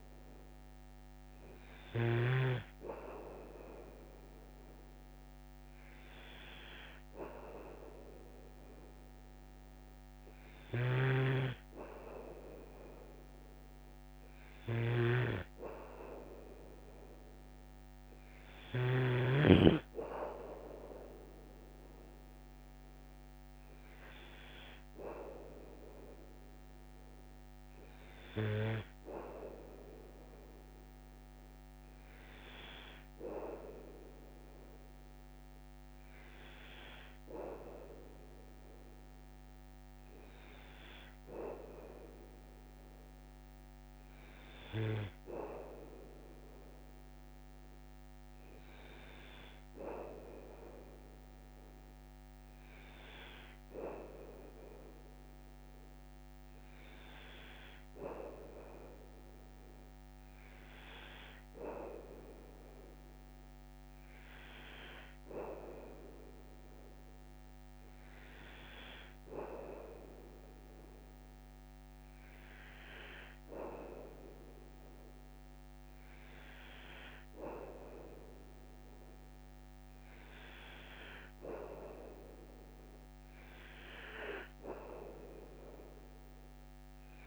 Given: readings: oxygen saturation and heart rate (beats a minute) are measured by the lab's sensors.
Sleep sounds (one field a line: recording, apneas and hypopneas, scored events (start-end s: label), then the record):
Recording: breathing in sleep by a microphone on the trachea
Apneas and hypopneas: none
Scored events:
10.50-19.00 s: snoring (device-marked)
From the record:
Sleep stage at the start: N2 (light sleep)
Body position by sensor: on the back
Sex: male